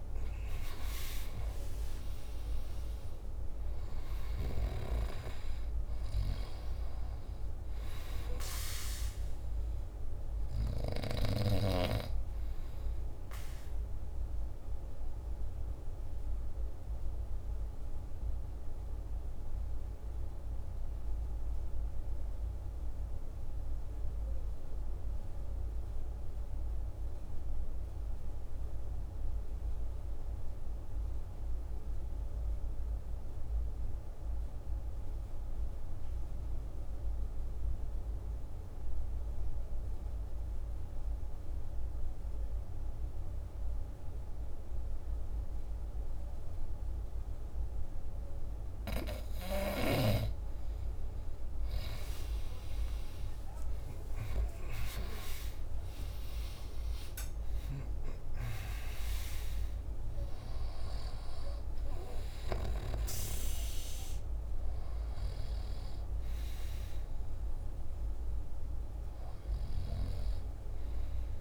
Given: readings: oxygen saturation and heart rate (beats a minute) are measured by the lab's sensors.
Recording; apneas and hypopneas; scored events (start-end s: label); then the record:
breathing in sleep by a room microphone; 1
0.00-25.00 s: oxygen desaturation (device-marked, oxygen 85% lowest, heart rate 47 extreme)
14.50-49.00 s: obstructive apnea (oxygen 98% before, 83% lowest, heart rate 56 before, 48 extreme, up 12 after)
42.00-71.41 s: oxygen desaturation (device-marked, oxygen 98% before, 83% lowest, heart rate 49 before, 48 extreme)
52.50-56.50 s: arousal
From the record:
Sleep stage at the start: N2 (light sleep); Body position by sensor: on the back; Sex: male